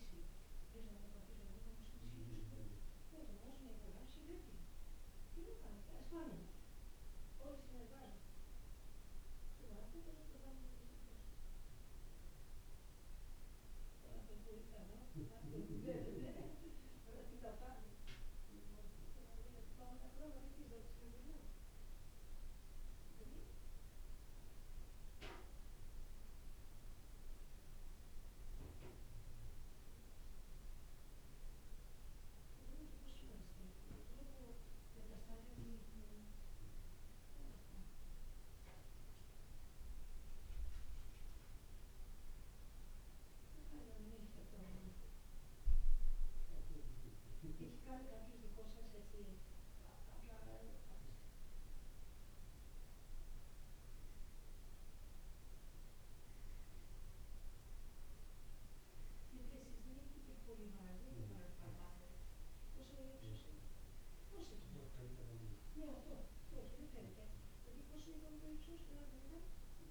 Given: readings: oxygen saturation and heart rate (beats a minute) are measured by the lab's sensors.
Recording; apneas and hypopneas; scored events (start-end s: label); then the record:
a person awake in a sleep study, by a room microphone; none
61.50-69.91 s: new sleep stage, N1 (lightest sleep)
63.50-69.91 s: drop in pulse transit time (device-marked, heart rate 58 before, 57 extreme)
From the record:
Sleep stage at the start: awake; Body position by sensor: on the back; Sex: male